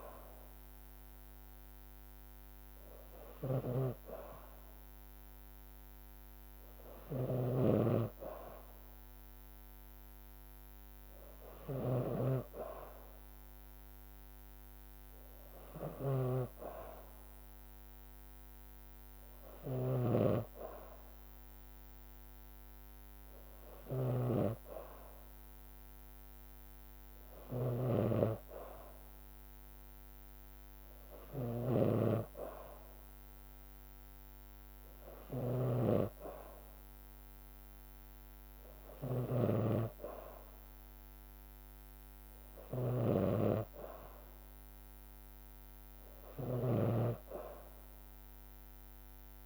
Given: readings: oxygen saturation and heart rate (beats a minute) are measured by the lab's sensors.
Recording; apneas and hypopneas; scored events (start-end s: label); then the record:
breathing in sleep by a microphone on the trachea; none
0.00-49.46 s: snoring (device-marked)
From the record:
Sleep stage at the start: N2 (light sleep); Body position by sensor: on the back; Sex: female